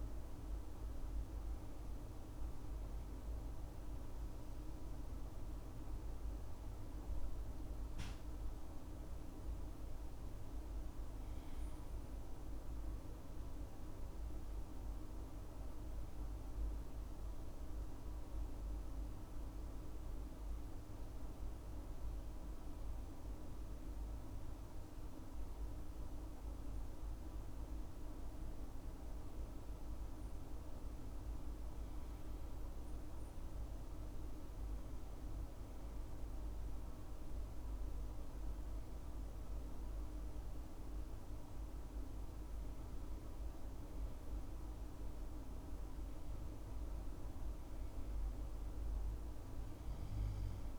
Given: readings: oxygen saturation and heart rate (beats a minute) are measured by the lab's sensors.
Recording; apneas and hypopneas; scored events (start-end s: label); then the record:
breathing in sleep, hard to hear, by a room microphone; 1
17.50-29.00 s: hypopnea (oxygen 98% before, 96% lowest, heart rate 70 before, 65 extreme, up 4 after)
30.50-33.50 s: arousal
From the record:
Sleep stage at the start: N2 (light sleep); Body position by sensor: on the left side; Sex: male